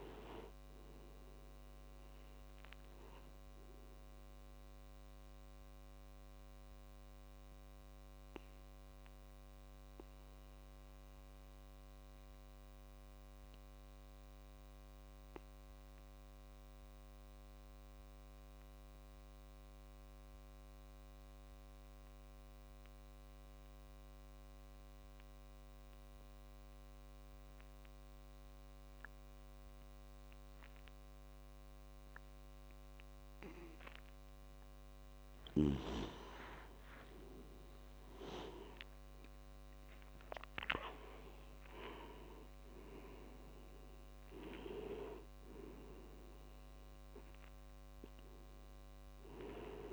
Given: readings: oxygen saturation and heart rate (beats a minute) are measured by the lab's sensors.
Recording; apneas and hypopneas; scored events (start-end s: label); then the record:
breathing in sleep by a microphone on the trachea; 1
0.00-19.00 s: oxygen desaturation (device-marked, oxygen 89% lowest)
5.50-33.00 s: obstructive apnea (oxygen 98% before, 89% lowest)
30.00-49.93 s: oxygen desaturation (device-marked, oxygen 98% before, 90% lowest)
35.50-40.50 s: arousal
From the record:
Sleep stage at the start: N2 (light sleep); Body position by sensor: on the back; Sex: male